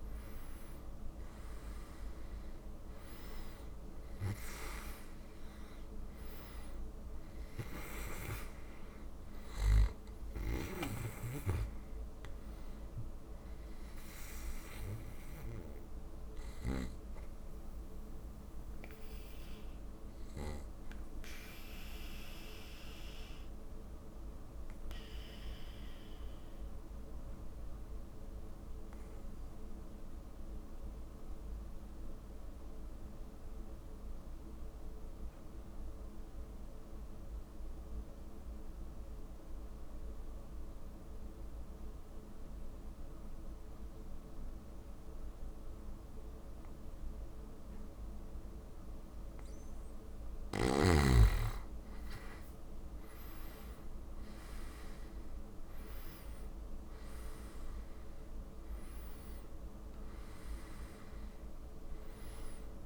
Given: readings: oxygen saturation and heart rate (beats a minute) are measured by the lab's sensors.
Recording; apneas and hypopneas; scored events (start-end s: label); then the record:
breathing in sleep by a room microphone; 1
0.00-33.50 s: oxygen desaturation (device-marked, oxygen 86% lowest)
19.50-49.00 s: obstructive apnea (oxygen 95% before, 86% lowest)
50.50-62.86 s: oxygen desaturation (device-marked, oxygen 98% before, 88% lowest)
From the record:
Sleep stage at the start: N2 (light sleep); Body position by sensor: on the back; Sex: male